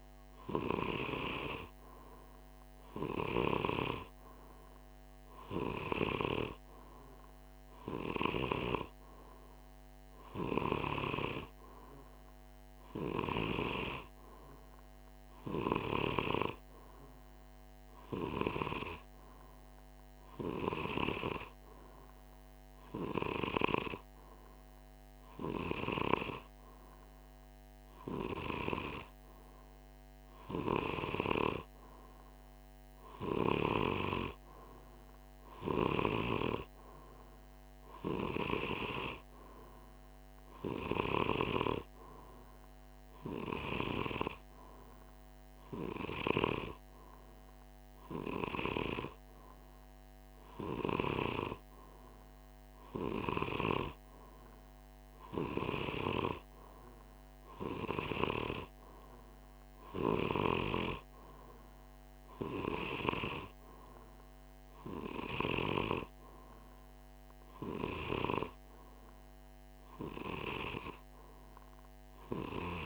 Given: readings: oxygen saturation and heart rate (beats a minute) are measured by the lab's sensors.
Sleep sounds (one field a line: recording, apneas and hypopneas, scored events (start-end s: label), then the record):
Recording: breathing in sleep by a microphone on the trachea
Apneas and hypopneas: none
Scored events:
none scored
From the record:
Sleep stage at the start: N2 (light sleep)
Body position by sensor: on the right side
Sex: male